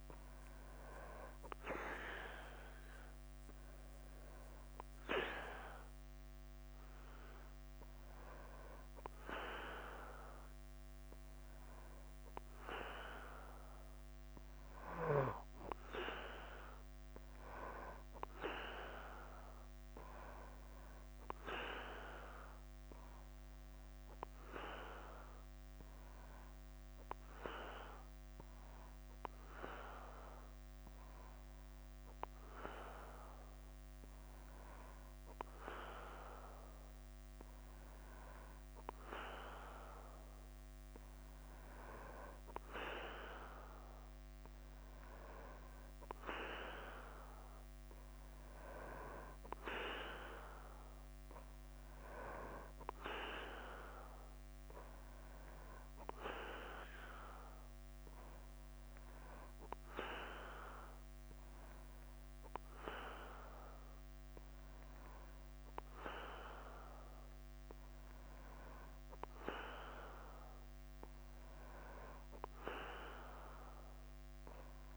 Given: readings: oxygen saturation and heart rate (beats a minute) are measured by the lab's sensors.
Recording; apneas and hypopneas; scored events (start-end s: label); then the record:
breathing in sleep by a microphone on the trachea; 1
0.00-74.96 s: bradycardia (device-marked, heart rate 44 extreme)
23.50-39.50 s: hypopnea (oxygen 95% before, 91% lowest, heart rate 52 before, 50 extreme, up 0 after)
28.50-74.96 s: new sleep stage, N3 (deep sleep)
43.00-46.50 s: arousal
47.50-65.50 s: oxygen desaturation (device-marked, oxygen 94% before, 91% lowest, heart rate 51 before, 51 extreme)
From the record:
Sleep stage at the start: N2 (light sleep); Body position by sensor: on the back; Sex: male